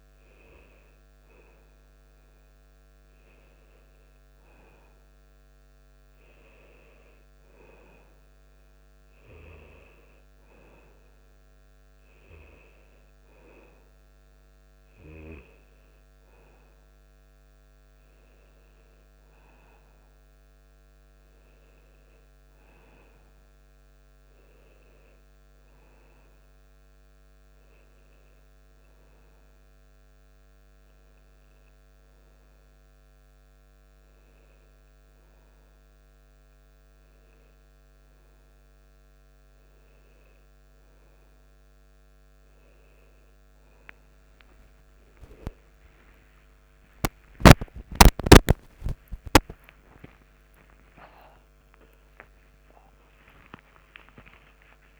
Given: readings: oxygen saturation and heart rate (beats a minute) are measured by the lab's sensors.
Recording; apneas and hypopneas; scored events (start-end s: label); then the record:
breathing in sleep by a microphone on the trachea; none
54.00-55.00 s: new sleep stage, awake
From the record:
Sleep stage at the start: N2 (light sleep); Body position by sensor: on the back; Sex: male